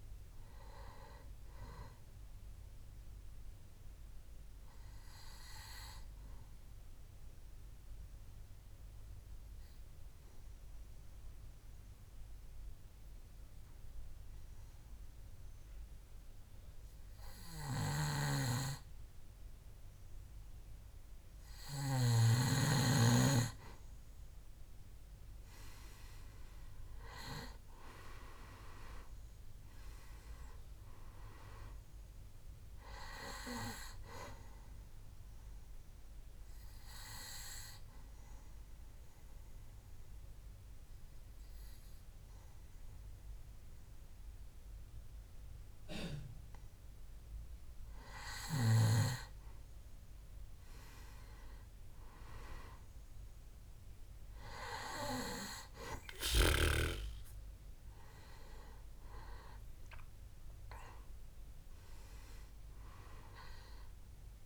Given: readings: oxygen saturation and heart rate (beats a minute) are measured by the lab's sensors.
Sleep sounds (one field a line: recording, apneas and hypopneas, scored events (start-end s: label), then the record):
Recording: breathing in sleep by a room microphone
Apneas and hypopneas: 2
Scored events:
0.00-8.00 s: oxygen desaturation (device-marked, oxygen 93% lowest, heart rate 64 extreme)
4.00-23.50 s: obstructive apnea (oxygen 97% before, 90% lowest, heart rate 72 before, 65 extreme, up 7 after)
26.50-30.00 s: arousal
27.00-56.00 s: oxygen desaturation (device-marked, oxygen 98% before, 90% lowest, heart rate 66 before, 64 extreme)
35.50-49.00 s: obstructive apnea (oxygen 98% before, 90% lowest, heart rate 69 before, 64 extreme, up 3 after)
59.50-64.00 s: arousal
From the record:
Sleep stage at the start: N2 (light sleep)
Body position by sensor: on the back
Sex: male